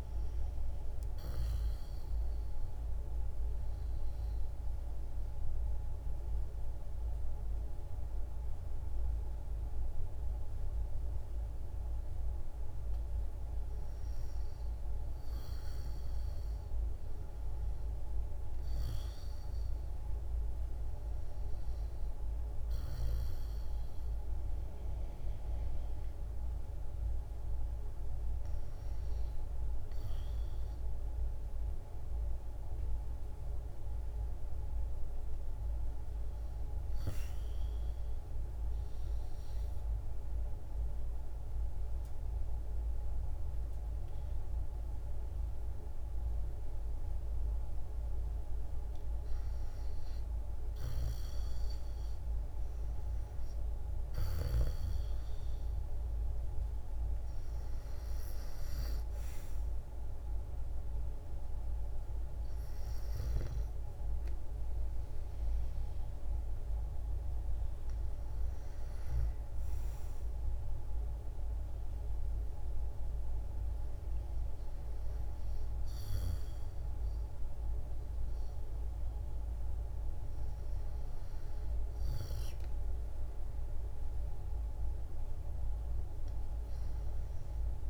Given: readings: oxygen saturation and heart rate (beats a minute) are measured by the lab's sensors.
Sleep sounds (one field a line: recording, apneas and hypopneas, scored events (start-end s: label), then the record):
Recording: breathing in sleep, hard to hear, by a room microphone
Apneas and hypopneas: 2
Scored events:
4.00-14.00 s: obstructive apnea (oxygen 94% before, 88% lowest, heart rate 66 before, 68 extreme, up 2 after)
7.50-14.50 s: oxygen desaturation (device-marked, oxygen 91% before, 88% lowest, heart rate 66 before, 68 extreme)
16.50-20.50 s: arousal
20.50-32.50 s: oxygen desaturation (device-marked, oxygen 91% before, 88% lowest, heart rate 69 before, 71 extreme)
38.50-48.50 s: obstructive apnea (oxygen 92% before, 89% lowest, heart rate 71 before, 71 extreme, up 2 after)
50.00-53.50 s: arousal
57.50-63.50 s: oxygen desaturation (device-marked, oxygen 92% before, 89% lowest, heart rate 74 before, 66 extreme)
From the record:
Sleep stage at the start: REM sleep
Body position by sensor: on the back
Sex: female